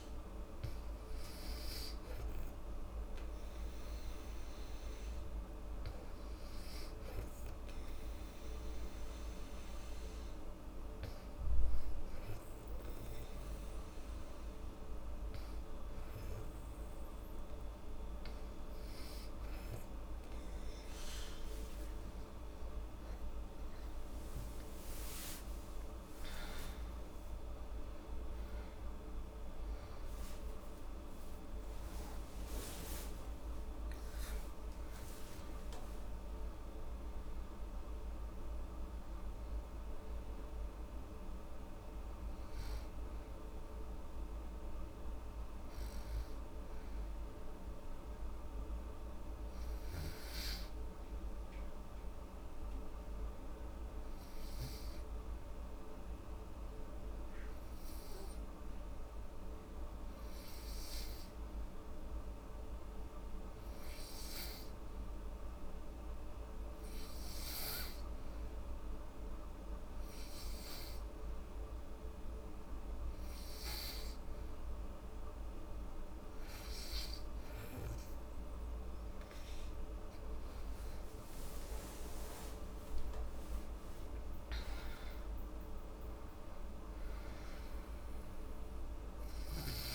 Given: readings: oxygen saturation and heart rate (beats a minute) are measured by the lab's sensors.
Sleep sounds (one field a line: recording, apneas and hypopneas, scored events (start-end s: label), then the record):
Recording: breathing in sleep, hard to hear, by a room microphone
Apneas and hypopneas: 2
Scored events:
7.50-19.00 s: hypopnea (oxygen 95% before, 93% lowest, heart rate 71 before, 70 extreme, up 6 after)
21.50-26.00 s: arousal
47.00-75.00 s: hypopnea (oxygen 96% before, 92% lowest, heart rate 79 before, 68 extreme, up 3 after)
66.00-89.95 s: oxygen desaturation (device-marked, oxygen 98% before, 92% lowest, heart rate 71 before, 67 extreme)
80.00-84.00 s: arousal
From the record:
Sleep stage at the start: N2 (light sleep)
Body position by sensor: on the back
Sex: female